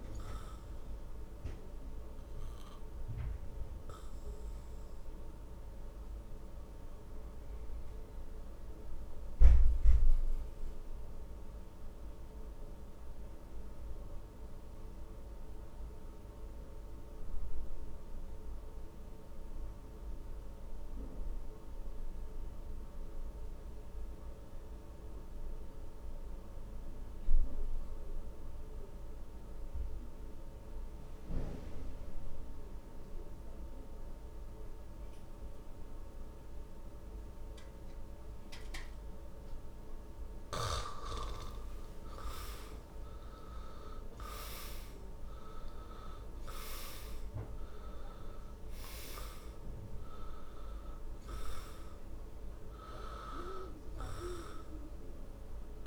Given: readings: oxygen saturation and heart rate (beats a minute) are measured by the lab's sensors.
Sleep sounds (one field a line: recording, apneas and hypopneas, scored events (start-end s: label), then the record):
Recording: breathing in sleep by a room microphone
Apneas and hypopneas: 1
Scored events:
0.00-19.00 s: oxygen desaturation (device-marked, oxygen 86% lowest, heart rate 53 extreme)
1.00-41.50 s: obstructive apnea (oxygen 100% before, 81% lowest, heart rate 65 before, 53 extreme, up 16 after)
30.00-55.87 s: oxygen desaturation (device-marked, oxygen 99% before, 81% lowest, heart rate 57 before, 53 extreme)
42.50-46.50 s: arousal
From the record:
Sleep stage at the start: N2 (light sleep)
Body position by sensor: on the back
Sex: male